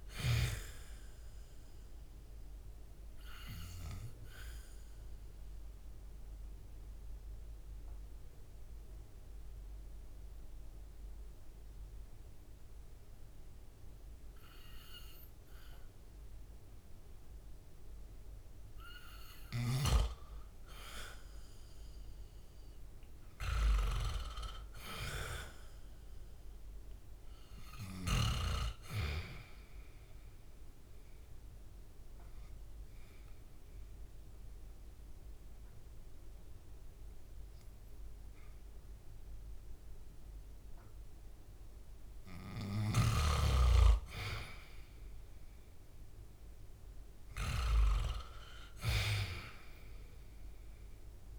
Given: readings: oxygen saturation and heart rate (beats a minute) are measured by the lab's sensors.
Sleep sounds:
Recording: breathing in sleep by a room microphone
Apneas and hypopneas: 2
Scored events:
0.00-24.00 s: oxygen desaturation (device-marked, oxygen 90% lowest, heart rate 60 extreme)
2.50-19.00 s: obstructive apnea (oxygen 99% before, 90% lowest, heart rate 66 before, 60 extreme, up 10 after)
20.50-23.50 s: arousal
31.00-42.50 s: obstructive apnea (oxygen 99% before, 92% lowest, heart rate 66 before, 64 extreme, up 0 after)
35.00-48.00 s: oxygen desaturation (device-marked, oxygen 99% before, 92% lowest, heart rate 67 before, 64 extreme)
45.00-48.50 s: arousal
From the record:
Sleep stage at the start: N2 (light sleep)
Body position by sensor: on the back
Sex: male

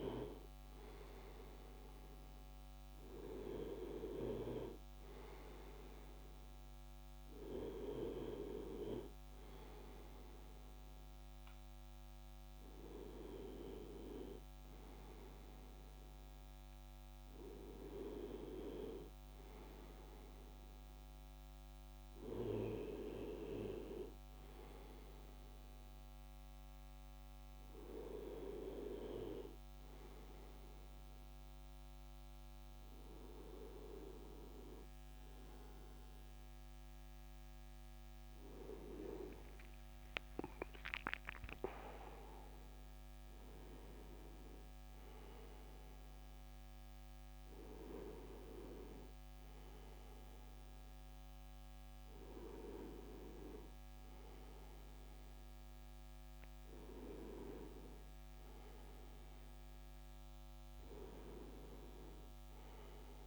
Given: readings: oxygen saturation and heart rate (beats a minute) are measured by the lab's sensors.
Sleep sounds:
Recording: breathing in sleep by a microphone on the trachea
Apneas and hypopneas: none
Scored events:
0.00-5.50 s: oxygen desaturation (device-marked, oxygen 93% lowest, heart rate 37 extreme)
39.00-43.50 s: arousal
From the record:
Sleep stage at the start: REM sleep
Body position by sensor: on the right side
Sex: male

